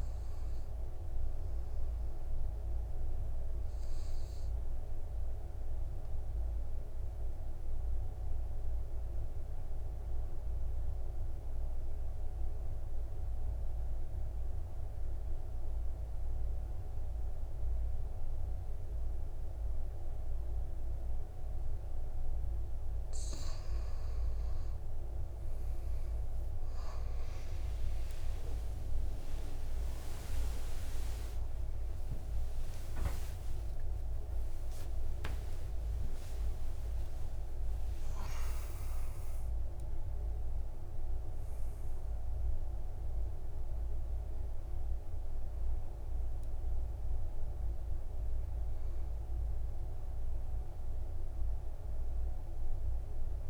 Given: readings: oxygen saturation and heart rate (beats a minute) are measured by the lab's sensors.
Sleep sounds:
breathing in sleep, hard to hear, by a room microphone; 1
6.00-22.50 s: obstructive apnea (oxygen 99% before, 94% lowest, heart rate 59 before, 54 extreme, up 14 after)
16.50-53.49 s: new sleep stage, N2 (light sleep)
28.00-32.50 s: arousal
30.50-48.50 s: oxygen desaturation (device-marked, oxygen 99% before, 95% lowest, heart rate 58 before, 46 extreme)
33.00-35.00 s: long interval between heartbeats (device-marked, heart rate 60 before, 83 extreme)
36.00-38.00 s: long interval between heartbeats (device-marked, heart rate 67 before, 132 extreme)
39.00-41.00 s: long interval between heartbeats (device-marked, heart rate 79 before, 126 extreme)
From the record:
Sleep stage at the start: REM sleep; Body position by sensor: on the back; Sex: male

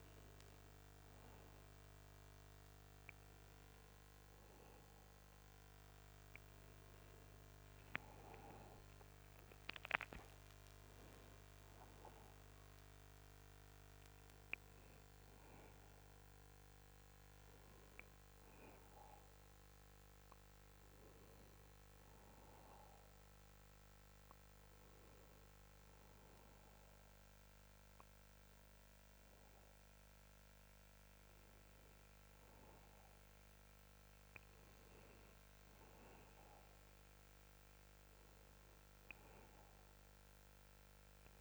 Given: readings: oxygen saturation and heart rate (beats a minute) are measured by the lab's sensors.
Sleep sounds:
a person awake in a sleep study, by a microphone on the trachea; none
none scored
From the record:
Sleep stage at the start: awake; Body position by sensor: on the back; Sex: male

